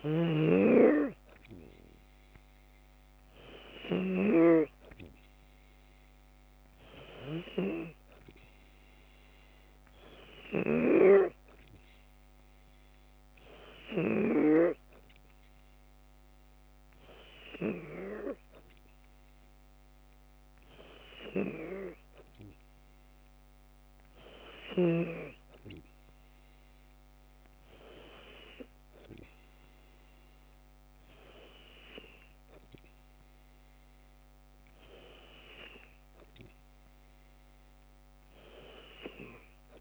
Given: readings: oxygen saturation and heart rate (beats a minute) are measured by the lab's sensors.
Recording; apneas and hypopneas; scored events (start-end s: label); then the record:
breathing in sleep by a microphone on the trachea; none
0.00-4.00 s: snoring (device-marked)
0.00-6.50 s: oxygen desaturation (device-marked, oxygen 94% lowest, heart rate 48 extreme)
From the record:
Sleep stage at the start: N2 (light sleep); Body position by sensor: on the left side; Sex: female